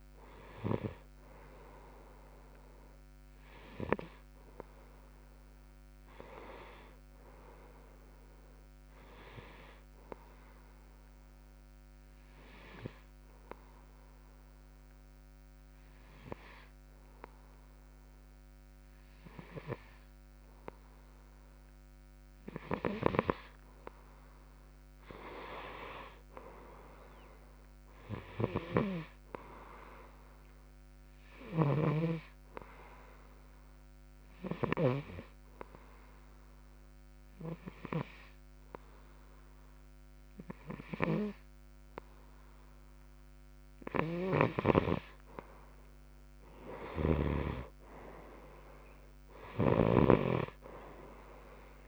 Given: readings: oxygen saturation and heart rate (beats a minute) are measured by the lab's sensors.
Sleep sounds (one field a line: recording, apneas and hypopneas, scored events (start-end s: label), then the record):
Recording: breathing in sleep by a microphone on the trachea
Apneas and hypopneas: 2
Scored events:
10.50-23.00 s: obstructive apnea (oxygen 95% before, 92% lowest)
24.50-28.50 s: arousal
33.00-45.50 s: hypopnea (oxygen 98% before, 92% lowest)
47.50-51.88 s: arousal
From the record:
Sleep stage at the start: N2 (light sleep)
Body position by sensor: on the right side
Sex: male